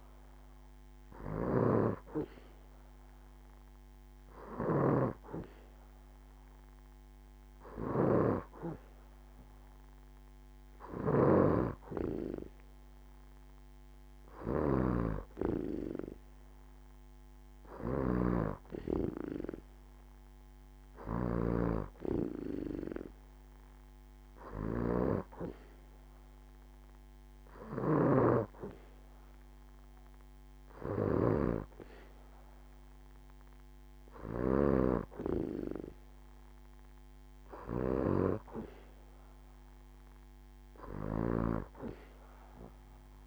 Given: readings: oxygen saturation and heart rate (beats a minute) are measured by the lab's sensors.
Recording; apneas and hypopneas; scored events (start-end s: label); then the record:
breathing in sleep by a microphone on the trachea; none
none scored
From the record:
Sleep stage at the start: N2 (light sleep); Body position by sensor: on the back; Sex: female